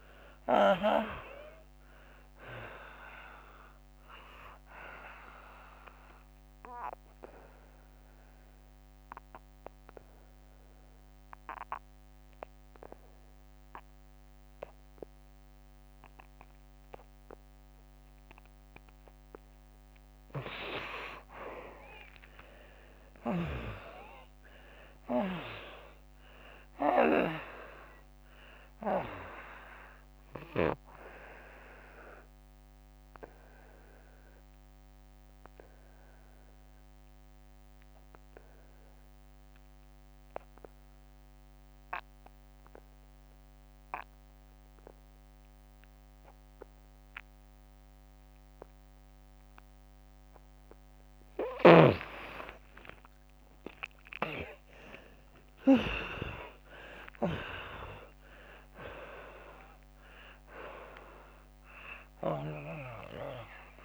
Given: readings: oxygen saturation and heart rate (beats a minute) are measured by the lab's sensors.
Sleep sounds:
breathing in sleep by a microphone on the trachea; 2
0.00-15.00 s: oxygen desaturation (device-marked, oxygen 97% before, 78% lowest, heart rate 81 before, 72 extreme)
5.50-19.00 s: obstructive apnea (oxygen 99% before, 75% lowest, heart rate 92 before, 72 extreme, up 16 after)
22.00-26.50 s: arousal
30.00-40.00 s: oxygen desaturation (device-marked, oxygen 97% before, 83% lowest, heart rate 82 before, 68 extreme)
33.00-49.50 s: obstructive apnea (oxygen 99% before, 75% lowest, heart rate 85 before, 68 extreme, up 39 after)
47.00-52.00 s: oxygen desaturation (device-marked, oxygen 98% before, 93% lowest, heart rate 85 before, 78 extreme)
51.00-57.50 s: snoring (device-marked)
52.50-56.00 s: arousal
58.00-63.85 s: oxygen desaturation (device-marked, oxygen 95% before, 75% lowest, heart rate 78 before, 74 extreme)
From the record:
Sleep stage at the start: N2 (light sleep); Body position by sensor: on the right side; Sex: female

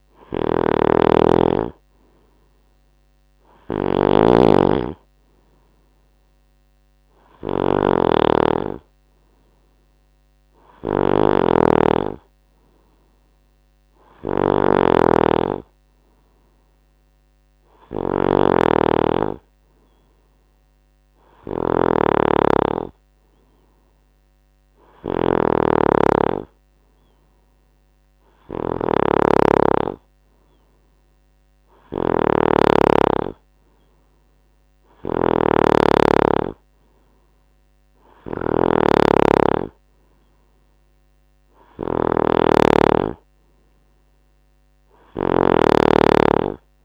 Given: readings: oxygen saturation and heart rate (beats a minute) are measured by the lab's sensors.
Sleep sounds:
breathing in sleep by a microphone on the trachea; none
0.00-46.85 s: snoring (device-marked)
From the record:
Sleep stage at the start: N2 (light sleep); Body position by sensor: on the right side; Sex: male

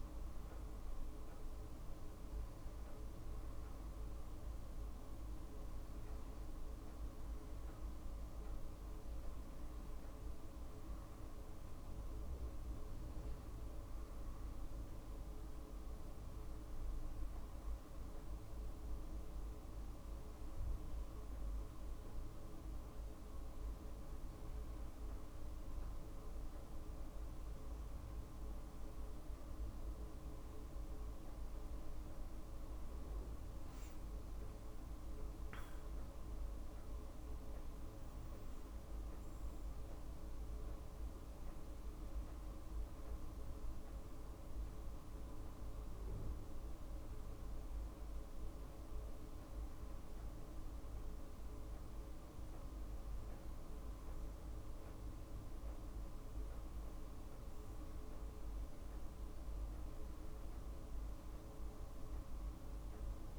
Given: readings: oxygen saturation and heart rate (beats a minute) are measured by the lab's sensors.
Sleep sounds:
breathing in sleep, hard to hear, by a room microphone; none
none scored
From the record:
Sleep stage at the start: N2 (light sleep); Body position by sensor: on the back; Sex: female

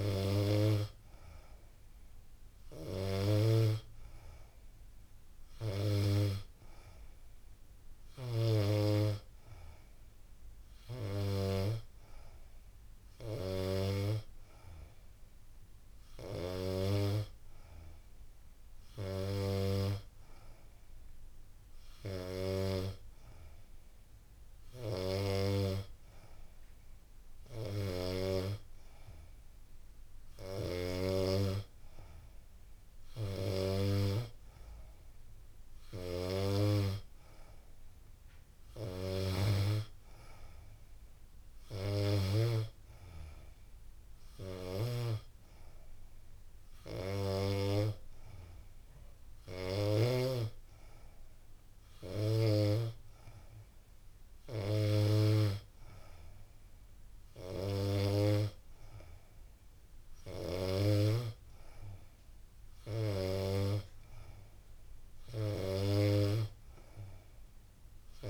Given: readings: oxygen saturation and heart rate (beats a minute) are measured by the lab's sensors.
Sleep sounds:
breathing in sleep by a room microphone; none
none scored
From the record:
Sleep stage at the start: N2 (light sleep); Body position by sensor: on the back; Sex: female

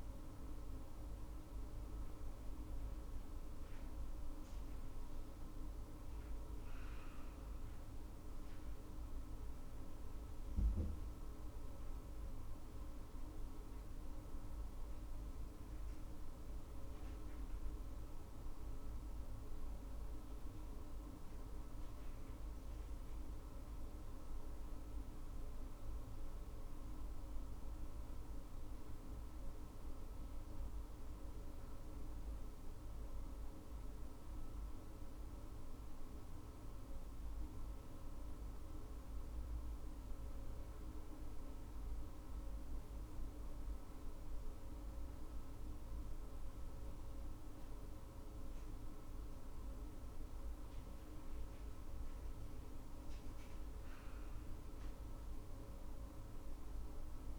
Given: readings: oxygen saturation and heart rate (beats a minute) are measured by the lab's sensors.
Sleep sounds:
breathing in sleep, hard to hear, by a room microphone; none
39.50-57.38 s: new sleep stage, N2 (light sleep)
From the record:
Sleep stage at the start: N1 (lightest sleep); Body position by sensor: on the back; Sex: female

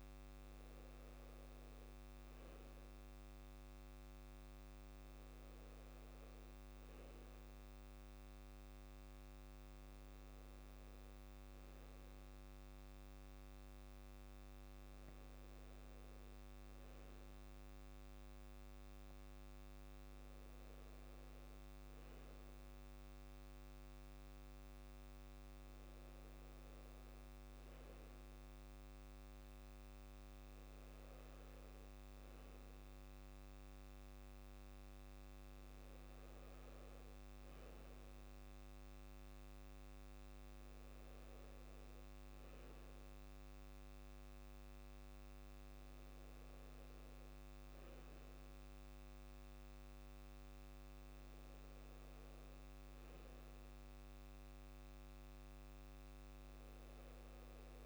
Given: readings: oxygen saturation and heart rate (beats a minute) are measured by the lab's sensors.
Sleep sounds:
breathing in sleep, hard to hear, by a microphone on the trachea; none
none scored
From the record:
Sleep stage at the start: N2 (light sleep); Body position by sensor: on the back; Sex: male

